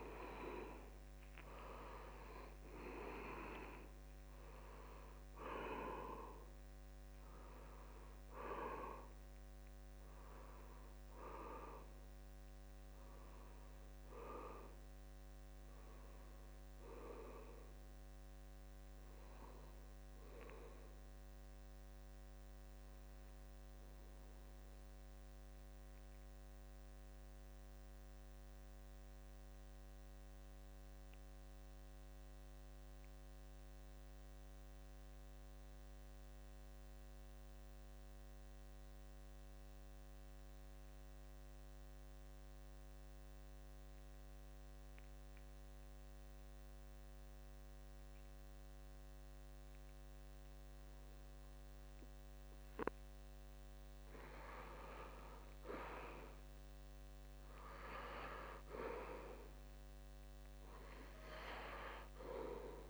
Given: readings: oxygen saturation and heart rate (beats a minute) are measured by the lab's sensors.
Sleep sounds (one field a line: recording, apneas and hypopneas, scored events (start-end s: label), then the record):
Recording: breathing in sleep by a microphone on the trachea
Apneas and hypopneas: 1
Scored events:
0.00-2.50 s: arousal
0.00-27.50 s: oxygen desaturation (device-marked, oxygen 76% lowest, heart rate 60 extreme)
22.00-51.50 s: obstructive apnea (oxygen 86% before, 76% lowest, heart rate 75 before, 60 extreme, up 8 after)
44.50-62.90 s: oxygen desaturation (device-marked, oxygen 98% before, 80% lowest, heart rate 63 before, 64 extreme)
54.00-57.00 s: arousal
From the record:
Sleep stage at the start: N2 (light sleep)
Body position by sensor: on the back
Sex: male